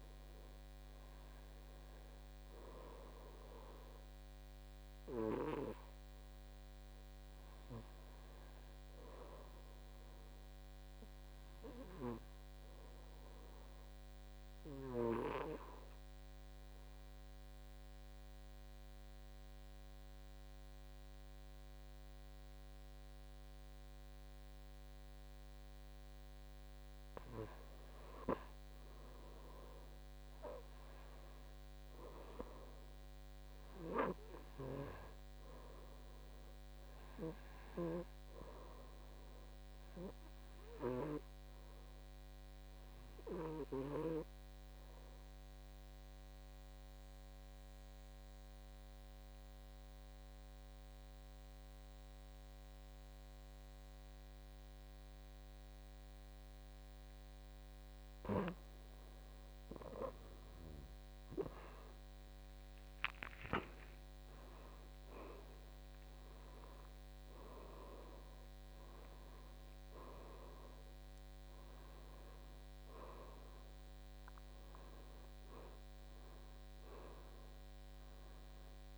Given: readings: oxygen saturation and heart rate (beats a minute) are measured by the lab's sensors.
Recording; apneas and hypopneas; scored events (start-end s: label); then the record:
breathing in sleep by a microphone on the trachea; 2
0.00-4.00 s: oxygen desaturation (device-marked, oxygen 93% lowest, heart rate 54 extreme)
6.50-9.50 s: arousal
14.00-27.50 s: obstructive apnea (oxygen 95% before, 88% lowest, heart rate 56 before, 54 extreme, up 7 after)
31.50-35.50 s: arousal
37.00-54.00 s: oxygen desaturation (device-marked, oxygen 95% before, 89% lowest, heart rate 57 before, 54 extreme)
44.50-57.50 s: obstructive apnea (oxygen 95% before, 88% lowest, heart rate 59 before, 54 extreme, up 12 after)
59.50-63.50 s: arousal
69.00-78.98 s: oxygen desaturation (device-marked, oxygen 96% before, 88% lowest, heart rate 60 before, 51 extreme)
From the record:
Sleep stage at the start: N2 (light sleep); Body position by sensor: on the back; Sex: male